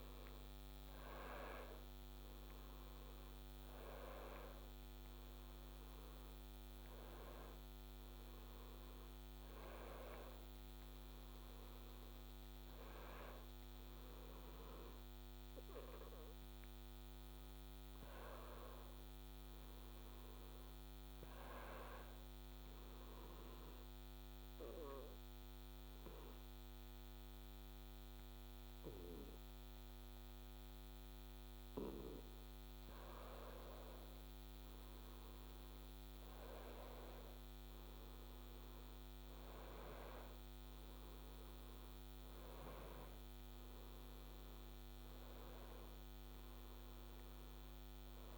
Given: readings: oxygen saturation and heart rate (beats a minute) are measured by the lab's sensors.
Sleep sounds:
breathing in sleep by a microphone on the trachea; 1
23.00-33.00 s: obstructive apnea (oxygen 96% before, 93% lowest, heart rate 71 before, 65 extreme, up 7 after)
34.50-38.50 s: arousal
From the record:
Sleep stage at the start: N2 (light sleep); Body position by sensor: on the back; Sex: male

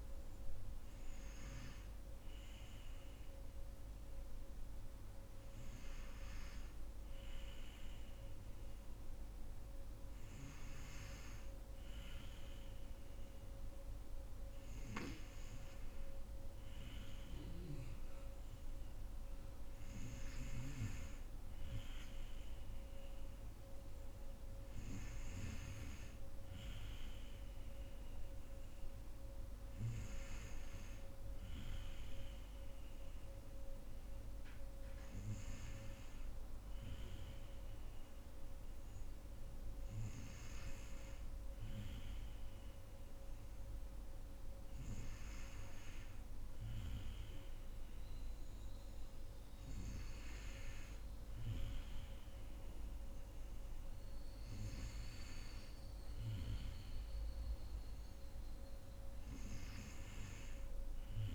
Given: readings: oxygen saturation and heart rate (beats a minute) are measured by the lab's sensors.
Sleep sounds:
breathing in sleep, hard to hear, by a room microphone; none
none scored
From the record:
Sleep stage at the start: N2 (light sleep); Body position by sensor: on the right side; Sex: female

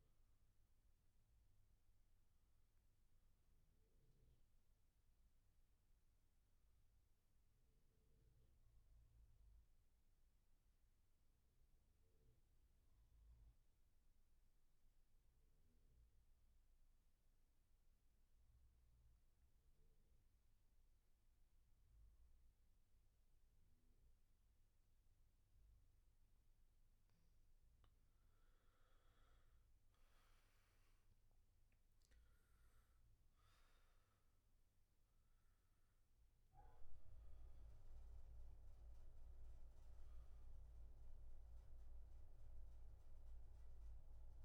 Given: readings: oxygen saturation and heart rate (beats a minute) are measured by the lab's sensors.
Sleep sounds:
breathing in sleep, hard to hear, by a room microphone; 1
0.00-6.00 s: oxygen desaturation (device-marked, oxygen 84% lowest, heart rate 64 extreme)
7.50-27.50 s: obstructive apnea (oxygen 97% before, 82% lowest, heart rate 74 before, 64 extreme, up 14 after)
26.00-44.44 s: oxygen desaturation (device-marked, oxygen 97% before, 82% lowest, heart rate 69 before, 64 extreme)
30.00-34.50 s: arousal
From the record:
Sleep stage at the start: N2 (light sleep); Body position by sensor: on the back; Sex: male

